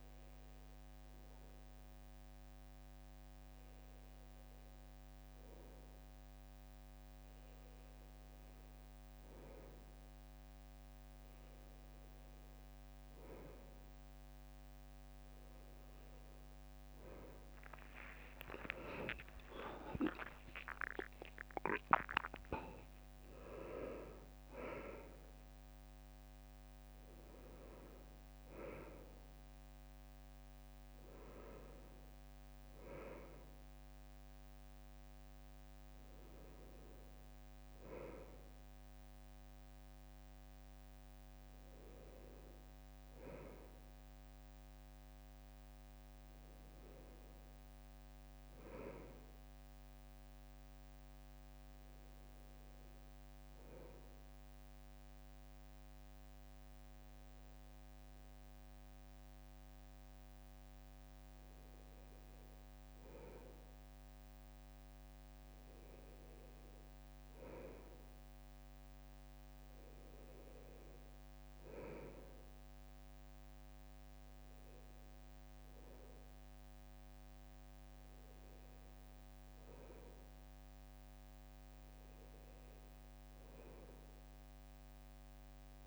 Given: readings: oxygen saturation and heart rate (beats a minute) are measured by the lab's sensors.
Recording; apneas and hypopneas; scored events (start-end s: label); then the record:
a person awake in a sleep study, by a microphone on the trachea; none
18.00-22.50 s: leg movement (device-marked)
19.00-21.00 s: long interval between heartbeats (device-marked, heart rate 63 before, 72 extreme)
55.50-58.50 s: bradycardia (device-marked, heart rate 64 before, 60 extreme)
61.50-85.87 s: new sleep stage, N1 (lightest sleep)
From the record:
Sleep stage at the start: awake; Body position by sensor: on the right side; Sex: male